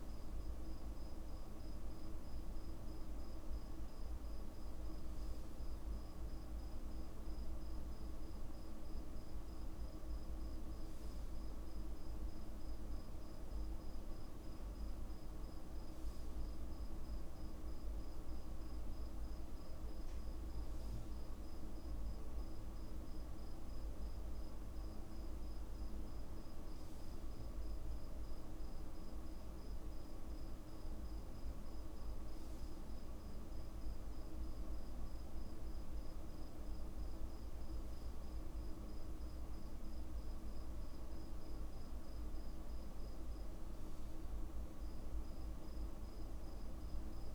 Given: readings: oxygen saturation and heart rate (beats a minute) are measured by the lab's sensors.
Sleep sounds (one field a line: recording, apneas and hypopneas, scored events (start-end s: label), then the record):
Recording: breathing in sleep, hard to hear, by a room microphone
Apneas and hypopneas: none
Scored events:
none scored
From the record:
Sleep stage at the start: N2 (light sleep)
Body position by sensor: on the back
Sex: male